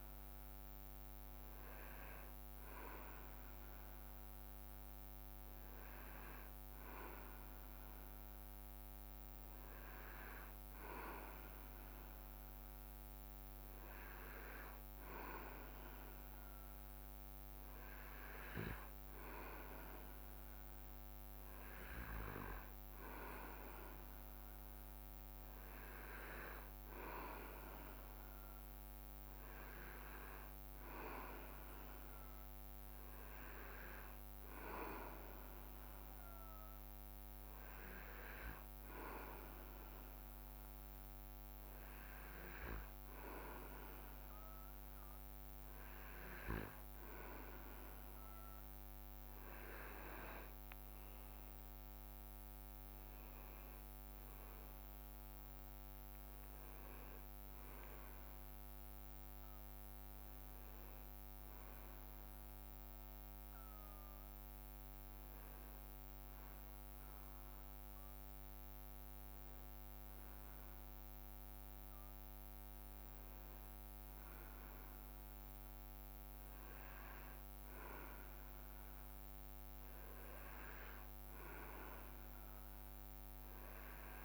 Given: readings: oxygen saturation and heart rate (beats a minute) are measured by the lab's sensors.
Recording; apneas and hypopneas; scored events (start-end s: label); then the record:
breathing in sleep by a microphone on the trachea; none
50.00-53.00 s: leg movement (device-marked)
57.50-58.50 s: leg movement (device-marked)
79.50-81.00 s: leg movement (device-marked)
From the record:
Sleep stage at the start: N2 (light sleep); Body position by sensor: on the back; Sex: male